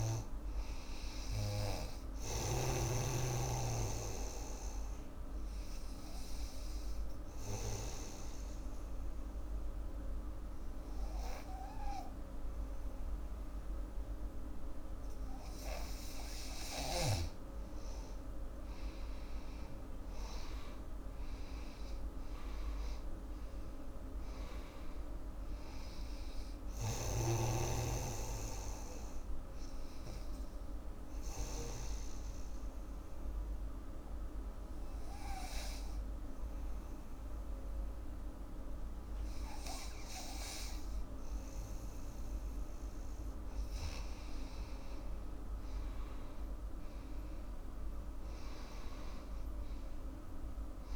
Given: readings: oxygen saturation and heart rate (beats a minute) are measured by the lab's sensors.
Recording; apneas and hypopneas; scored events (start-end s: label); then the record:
breathing in sleep by a room microphone; 2
0.00-2.50 s: snoring (device-marked)
0.00-10.50 s: oxygen desaturation (device-marked, oxygen 91% lowest, heart rate 75 extreme)
4.00-16.50 s: obstructive apnea (oxygen 98% before, 91% lowest, heart rate 76 before, 75 extreme, up 11 after)
18.50-23.00 s: arousal
19.50-36.50 s: oxygen desaturation (device-marked, oxygen 97% before, 91% lowest, heart rate 77 before, 72 extreme)
26.50-31.50 s: snoring (device-marked)
30.50-43.00 s: obstructive apnea (oxygen 97% before, 88% lowest, heart rate 81 before, 68 extreme, up 7 after)
45.00-50.00 s: arousal
48.50-50.96 s: oxygen desaturation (device-marked, oxygen 98% before, 91% lowest, heart rate 80 before, 66 extreme)
From the record:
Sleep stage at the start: N2 (light sleep); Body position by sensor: on the back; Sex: female